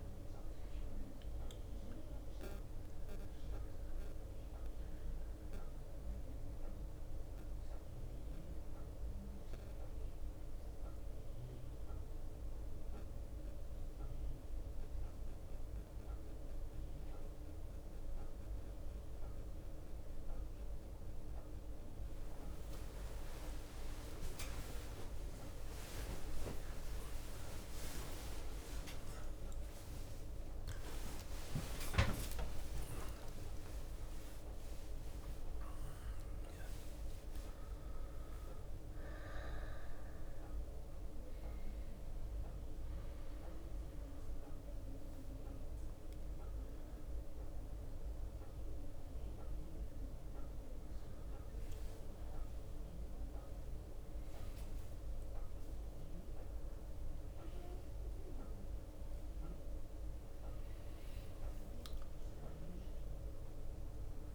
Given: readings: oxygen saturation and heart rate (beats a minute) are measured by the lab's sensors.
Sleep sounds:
a person partly awake in a sleep study, hard to hear, by a room microphone; 1
6.50-19.50 s: bradycardia (device-marked, heart rate 67 before, 56 extreme)
8.50-20.50 s: obstructive apnea (oxygen 96% before, 91% lowest, heart rate 61 before, 56 extreme)
22.50-36.50 s: tachycardia (device-marked, heart rate 67 before, 180 extreme)
25.00-27.00 s: long interval between heartbeats (device-marked, heart rate 60 before, 94 extreme)
29.50-31.50 s: long interval between heartbeats (device-marked, heart rate 79 before, 164 extreme)
31.50-33.50 s: long interval between heartbeats (device-marked, heart rate 91 before, 158 extreme)
31.50-45.50 s: drop in pulse transit time (device-marked, heart rate 91 before, 67 extreme)
37.50-39.50 s: long interval between heartbeats (device-marked, heart rate 118 before, 124 extreme)
41.50-64.35 s: new sleep stage, awake
54.00-56.00 s: long interval between heartbeats (device-marked, heart rate 93 before, 70 extreme)
From the record:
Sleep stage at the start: N1 (lightest sleep); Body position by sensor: on the back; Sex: male

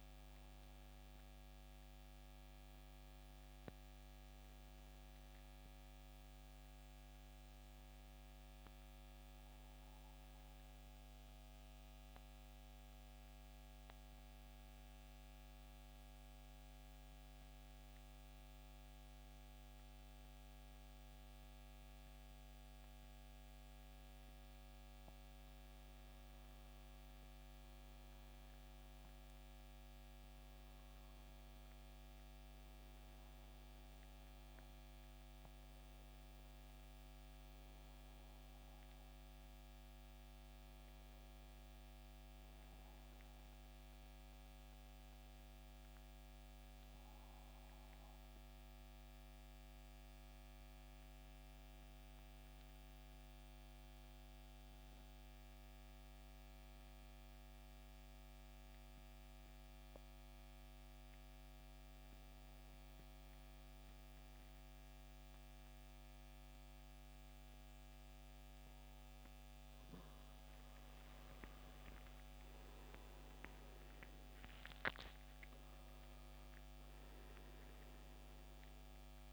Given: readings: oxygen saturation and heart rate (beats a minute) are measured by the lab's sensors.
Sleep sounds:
breathing in sleep, hard to hear, by a microphone on the trachea; 2
0.00-10.50 s: oxygen desaturation (device-marked, oxygen 83% lowest, heart rate 63 extreme)
12.00-24.50 s: mixed apnea (oxygen 91% before, 87% lowest, heart rate 73 before, 63 extreme, up 13 after)
26.50-30.50 s: arousal
33.50-57.50 s: oxygen desaturation (device-marked, oxygen 96% before, 88% lowest, heart rate 68 before, 65 extreme)
47.50-68.50 s: mixed apnea (oxygen 97% before, 84% lowest, heart rate 74 before, 65 extreme, up 14 after)
70.50-79.33 s: oxygen desaturation (device-marked, oxygen 93% before, 84% lowest, heart rate 67 before, 72 extreme)
71.50-74.00 s: arousal
71.50-79.33 s: new sleep stage, N1 (lightest sleep)
From the record:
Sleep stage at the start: N2 (light sleep); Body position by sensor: on the back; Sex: male

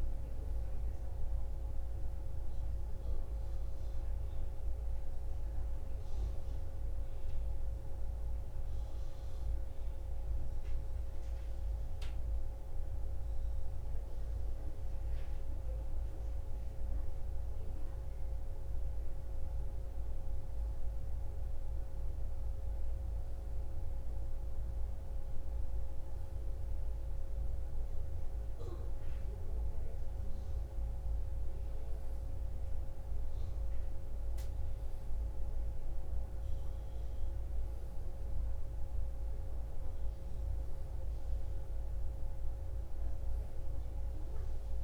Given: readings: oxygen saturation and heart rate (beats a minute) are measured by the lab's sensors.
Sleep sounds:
breathing in sleep, hard to hear, by a room microphone; none
none scored
From the record:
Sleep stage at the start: N1 (lightest sleep); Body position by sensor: on the right side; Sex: female

